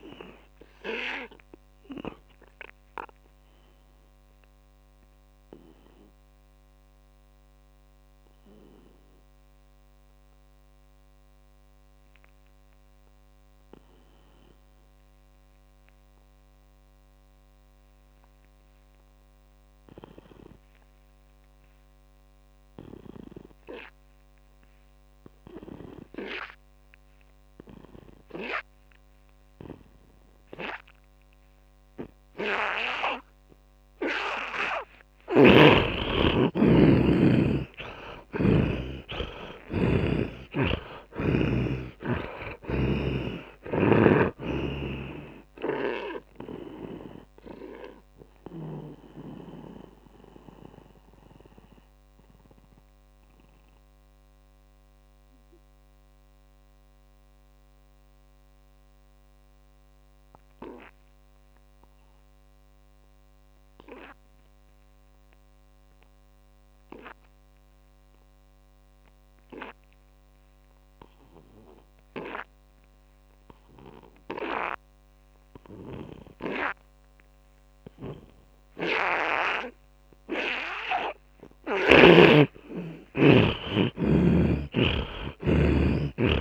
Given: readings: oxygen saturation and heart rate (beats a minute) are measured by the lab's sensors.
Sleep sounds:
breathing in sleep by a microphone on the trachea; 2
0.00-22.50 s: oxygen desaturation (device-marked, oxygen 80% lowest)
1.50-34.50 s: obstructive apnea (oxygen 100% before, 77% lowest)
33.50-70.50 s: oxygen desaturation (device-marked, oxygen 100% before, 77% lowest)
35.50-42.00 s: snoring (device-marked)
36.00-40.50 s: arousal
46.50-82.00 s: mixed apnea (oxygen 100% before, 77% lowest)
79.00-82.50 s: snoring (device-marked)
84.00-86.41 s: arousal
From the record:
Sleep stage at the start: N2 (light sleep); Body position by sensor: on the back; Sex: male

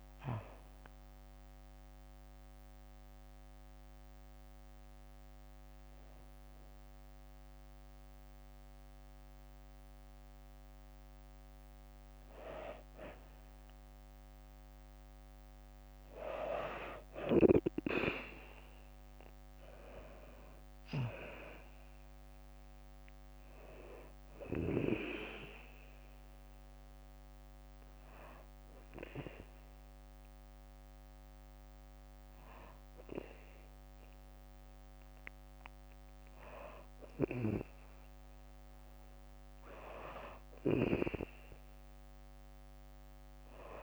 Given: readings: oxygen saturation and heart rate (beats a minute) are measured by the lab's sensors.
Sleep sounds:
a person partly awake in a sleep study, by a microphone on the trachea; 2
0.00-6.50 s: drop in pulse transit time (device-marked, heart rate 64 extreme)
1.50-12.50 s: hypopnea (oxygen 97% before, 91% lowest, heart rate 89 before, 60 extreme, up 3 after)
3.50-43.83 s: new sleep stage, N2 (light sleep)
17.00-21.00 s: arousal
22.50-38.50 s: oxygen desaturation (device-marked, oxygen 97% before, 91% lowest, heart rate 63 before, 62 extreme)
25.00-36.00 s: hypopnea (oxygen 97% before, 91% lowest, heart rate 63 before, 62 extreme, up 0 after)
39.00-42.50 s: arousal
From the record:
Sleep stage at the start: awake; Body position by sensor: on the back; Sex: female

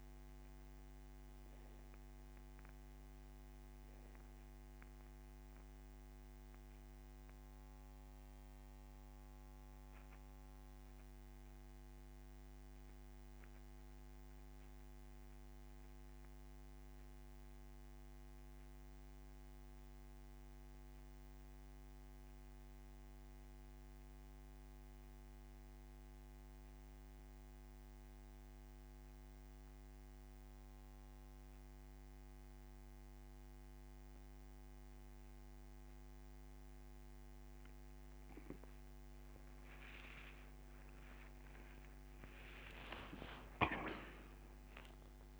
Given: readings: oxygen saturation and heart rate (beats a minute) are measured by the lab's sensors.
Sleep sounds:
breathing in sleep by a microphone on the trachea; 1
0.00-33.50 s: oxygen desaturation (device-marked, oxygen 87% lowest)
3.50-38.00 s: central apnea (oxygen 98% before, 87% lowest)
40.50-45.40 s: arousal
From the record:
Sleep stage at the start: N2 (light sleep); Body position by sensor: on the back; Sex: male

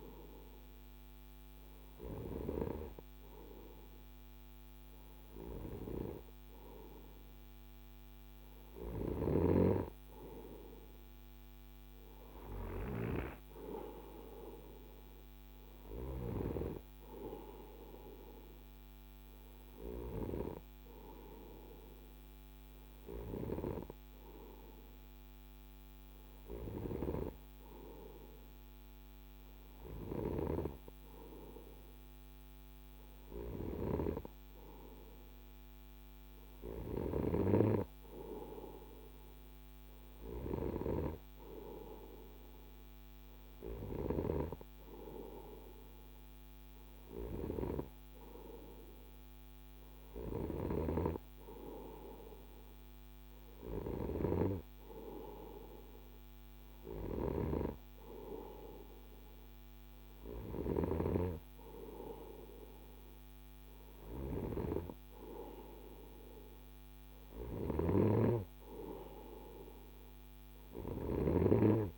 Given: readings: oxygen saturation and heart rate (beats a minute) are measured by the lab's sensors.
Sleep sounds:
breathing in sleep by a microphone on the trachea; none
none scored
From the record:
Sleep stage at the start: N2 (light sleep); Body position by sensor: on the right side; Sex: male

